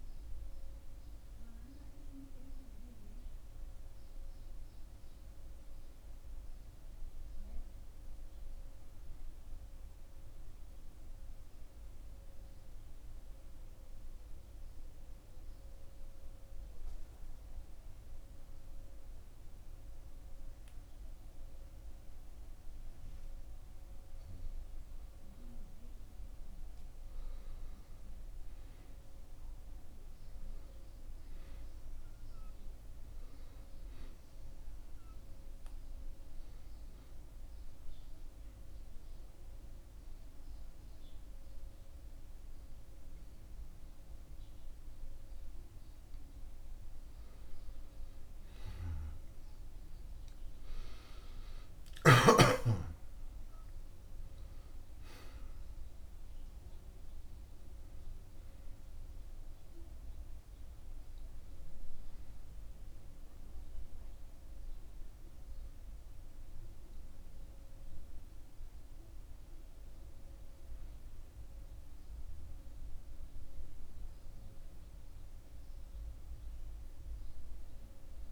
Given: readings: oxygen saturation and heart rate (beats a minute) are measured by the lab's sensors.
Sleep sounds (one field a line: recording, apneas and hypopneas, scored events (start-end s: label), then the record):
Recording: breathing in sleep, hard to hear, by a room microphone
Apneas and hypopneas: 2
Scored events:
12.50-24.00 s: obstructive apnea (oxygen 95% before, 91% lowest)
27.50-31.50 s: arousal
34.00-52.00 s: oxygen desaturation (device-marked, oxygen 96% before, 91% lowest)
35.50-47.00 s: obstructive apnea (oxygen 96% before, 91% lowest)
50.50-55.50 s: arousal
63.00-77.00 s: oxygen desaturation (device-marked, oxygen 96% before, 91% lowest)
From the record:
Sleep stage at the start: N2 (light sleep)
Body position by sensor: on the back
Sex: male